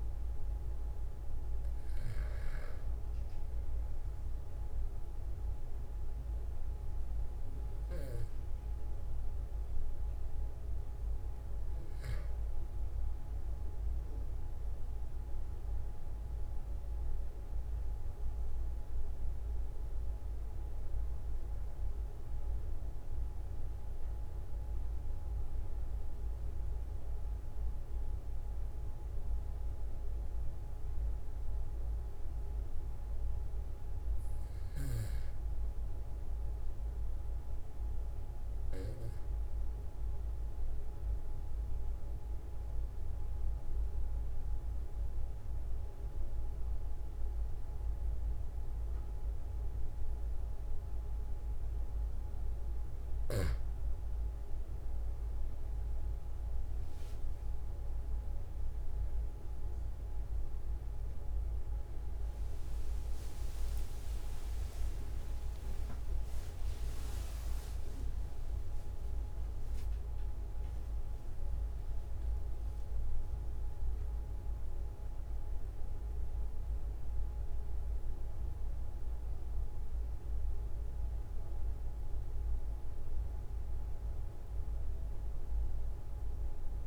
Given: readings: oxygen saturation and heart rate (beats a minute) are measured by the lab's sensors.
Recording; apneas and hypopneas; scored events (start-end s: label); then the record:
breathing in sleep, hard to hear, by a room microphone; 1
29.00-59.00 s: new sleep stage, N2 (light sleep)
36.00-52.50 s: obstructive apnea (oxygen 96% before, 93% lowest, heart rate 45 before, 44 extreme, up 5 after)
59.00-86.87 s: new sleep stage, N1 (lightest sleep)
60.50-66.50 s: arousal
66.00-68.00 s: long interval between heartbeats (device-marked, heart rate 47 before, 70 extreme)
From the record:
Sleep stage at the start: N1 (lightest sleep); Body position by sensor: on the back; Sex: male